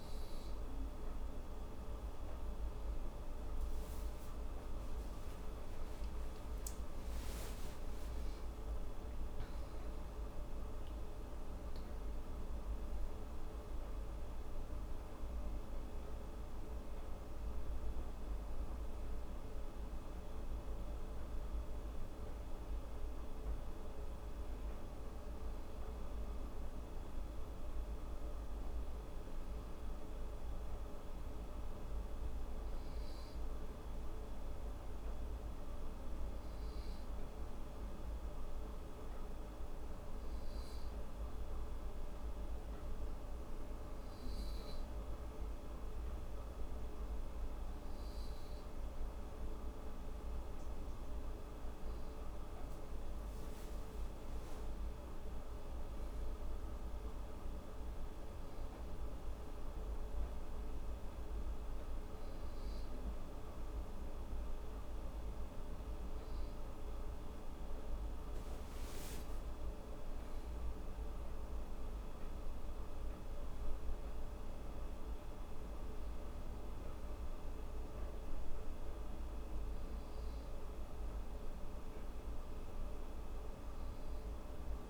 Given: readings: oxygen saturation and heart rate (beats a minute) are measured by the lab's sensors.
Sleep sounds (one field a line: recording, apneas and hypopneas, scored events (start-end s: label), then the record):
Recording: breathing in sleep, hard to hear, by a room microphone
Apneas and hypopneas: none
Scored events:
6.00-10.50 s: arousal
From the record:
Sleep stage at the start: N2 (light sleep)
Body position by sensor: on the right side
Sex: female